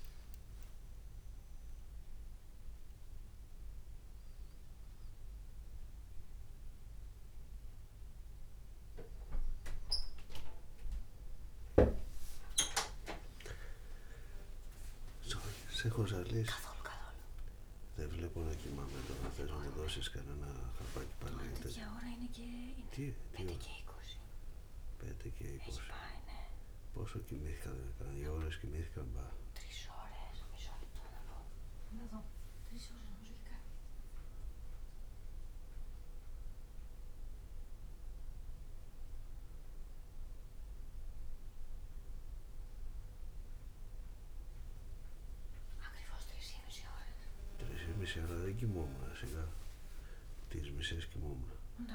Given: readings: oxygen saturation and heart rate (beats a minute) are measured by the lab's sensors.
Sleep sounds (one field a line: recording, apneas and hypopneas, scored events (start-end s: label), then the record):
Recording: a person awake in a sleep study, by a room microphone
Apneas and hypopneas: none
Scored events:
none scored
From the record:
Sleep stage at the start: awake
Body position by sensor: on the back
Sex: male